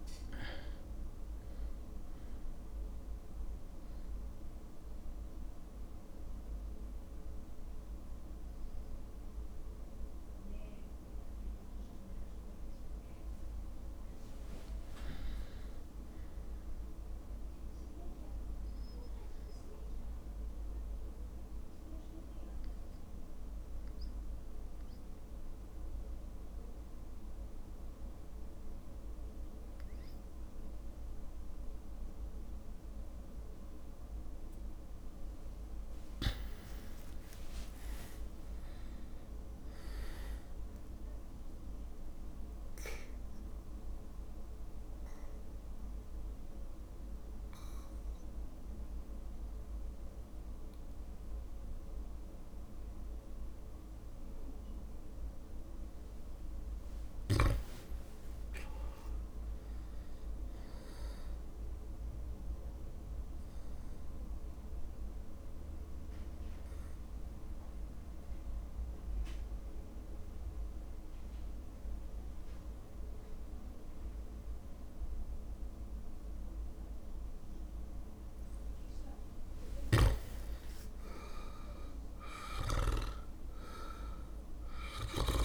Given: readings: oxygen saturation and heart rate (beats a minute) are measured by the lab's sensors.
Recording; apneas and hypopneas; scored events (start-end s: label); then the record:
breathing in sleep, hard to hear, by a room microphone; 4
0.00-20.50 s: oxygen desaturation (device-marked, oxygen 94% lowest, heart rate 57 extreme)
3.50-14.50 s: central apnea (oxygen 100% before, 94% lowest, heart rate 66 before, 57 extreme, up 3 after)
3.50-26.50 s: drop in pulse transit time (device-marked, heart rate 66 before, 57 extreme)
15.50-18.50 s: arousal
20.00-36.00 s: mixed apnea (oxygen 99% before, 96% lowest, heart rate 60 before, 54 extreme, up 13 after)
37.00-40.00 s: arousal
38.00-40.00 s: long interval between heartbeats (device-marked, heart rate 58 before, 68 extreme)
42.00-56.00 s: obstructive apnea (oxygen 100% before, 96% lowest, heart rate 60 before, 54 extreme, up 7 after)
46.50-63.50 s: oxygen desaturation (device-marked, oxygen 99% before, 96% lowest, heart rate 62 before, 54 extreme)
57.50-60.50 s: arousal
63.00-79.00 s: obstructive apnea (oxygen 99% before, 96% lowest, heart rate 58 before, 54 extreme, up 5 after)
79.50-83.00 s: snoring (device-marked)
81.00-84.00 s: arousal
81.50-85.45 s: drop in pulse transit time (device-marked, heart rate 58 before, 59 extreme)
From the record:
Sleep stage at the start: REM sleep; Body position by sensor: on the back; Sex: male